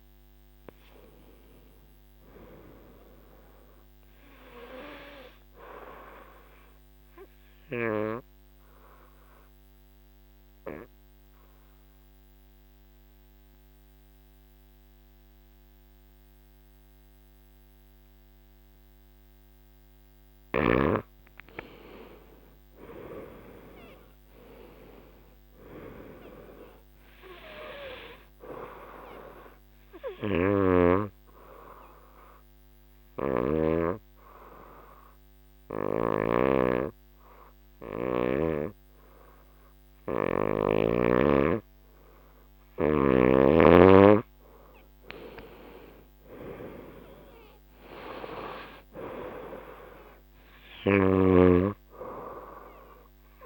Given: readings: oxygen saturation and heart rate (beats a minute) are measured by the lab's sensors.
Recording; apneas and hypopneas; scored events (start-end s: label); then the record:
breathing in sleep by a microphone on the trachea; 2
7.00-20.50 s: obstructive apnea (oxygen 96% before, 91% lowest, heart rate 83 before, 70 extreme, up 9 after)
22.00-26.00 s: arousal
25.50-41.50 s: oxygen desaturation (device-marked, oxygen 97% before, 91% lowest, heart rate 71 before, 72 extreme)
31.50-42.50 s: obstructive apnea (oxygen 99% before, 89% lowest, heart rate 73 before, 72 extreme, up 8 after)
35.50-40.50 s: snoring (device-marked)
44.50-48.00 s: arousal
51.50-53.46 s: oxygen desaturation (device-marked, oxygen 97% before, 92% lowest, heart rate 75 before, 74 extreme)
From the record:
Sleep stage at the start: N2 (light sleep); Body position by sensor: on the back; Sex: female